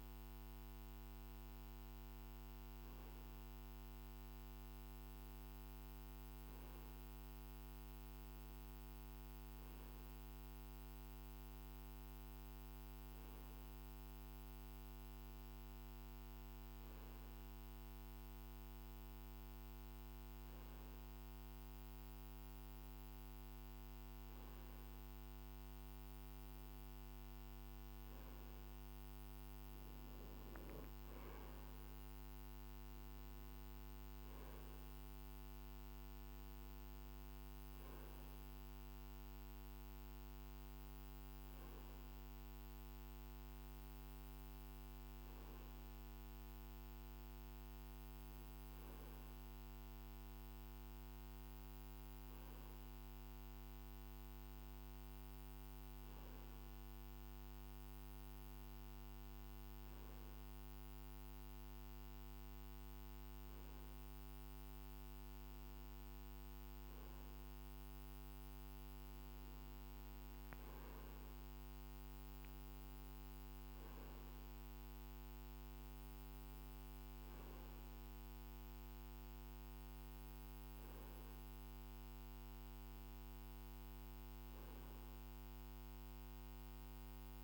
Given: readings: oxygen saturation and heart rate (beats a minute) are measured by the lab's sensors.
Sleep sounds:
breathing in sleep, hard to hear, by a microphone on the trachea; none
none scored
From the record:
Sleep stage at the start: N2 (light sleep); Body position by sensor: on the right side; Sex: male

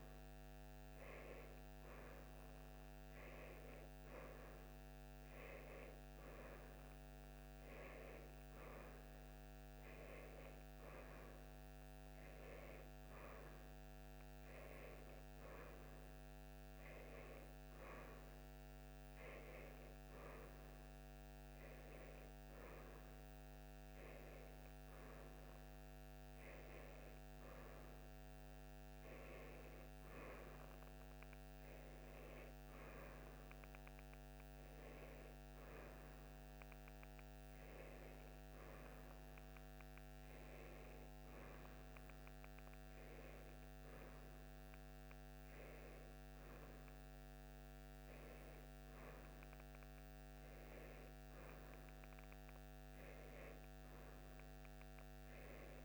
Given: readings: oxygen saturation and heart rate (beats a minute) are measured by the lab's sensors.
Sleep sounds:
breathing in sleep, hard to hear, by a microphone on the trachea; none
none scored
From the record:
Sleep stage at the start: N1 (lightest sleep); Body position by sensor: on the right side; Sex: female

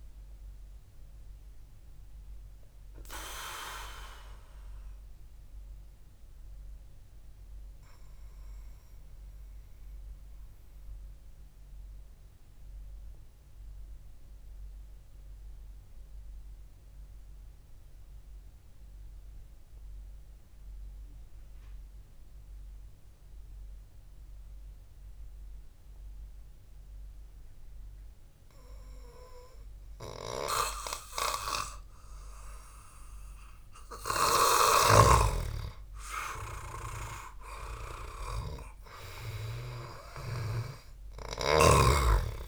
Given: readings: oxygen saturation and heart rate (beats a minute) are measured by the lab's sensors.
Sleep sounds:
breathing in sleep by a room microphone; 1
5.50-30.00 s: mixed apnea (oxygen 97% before, 92% lowest, heart rate 59 before, 52 extreme)
32.50-36.00 s: arousal
35.00-41.00 s: snoring (device-marked)
From the record:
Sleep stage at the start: N2 (light sleep); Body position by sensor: on the back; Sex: male

